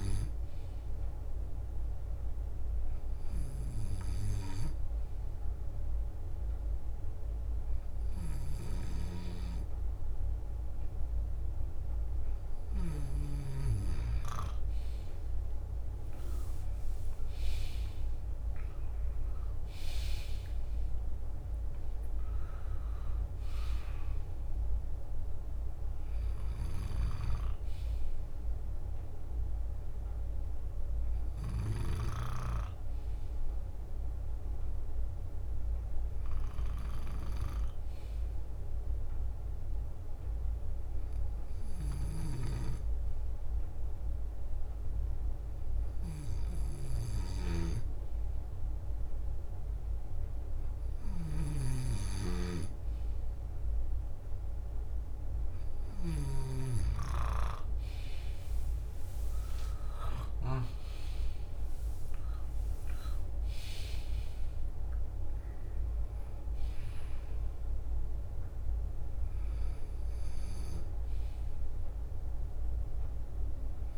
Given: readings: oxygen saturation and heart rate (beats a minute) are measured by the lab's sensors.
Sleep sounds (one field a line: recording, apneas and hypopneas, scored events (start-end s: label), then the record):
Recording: breathing in sleep by a room microphone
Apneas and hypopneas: 2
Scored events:
0.00-3.00 s: drop in pulse transit time (device-marked, heart rate 57 extreme)
0.00-13.00 s: bradycardia (device-marked, heart rate 57 extreme)
3.00-13.50 s: hypopnea (oxygen 97% before, 95% lowest, heart rate 59 before, 57 extreme, up 10 after)
15.50-20.00 s: arousal
29.00-57.00 s: bradycardia (device-marked, heart rate 62 before, 56 extreme)
31.00-39.00 s: leg movement (device-marked)
34.00-64.00 s: drop in pulse transit time (device-marked, heart rate 64 before, 56 extreme)
41.00-49.00 s: leg movement (device-marked)
42.00-56.50 s: snoring (device-marked)
42.50-53.50 s: hypopnea (oxygen 97% before, 95% lowest, heart rate 61 before, 56 extreme, up 4 after)
50.50-54.00 s: leg movement (device-marked)
57.00-61.50 s: arousal
57.50-65.00 s: leg movement (device-marked)
69.00-73.98 s: bradycardia (device-marked, heart rate 62 before, 56 extreme)
From the record:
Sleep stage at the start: N2 (light sleep)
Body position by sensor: on the left side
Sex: male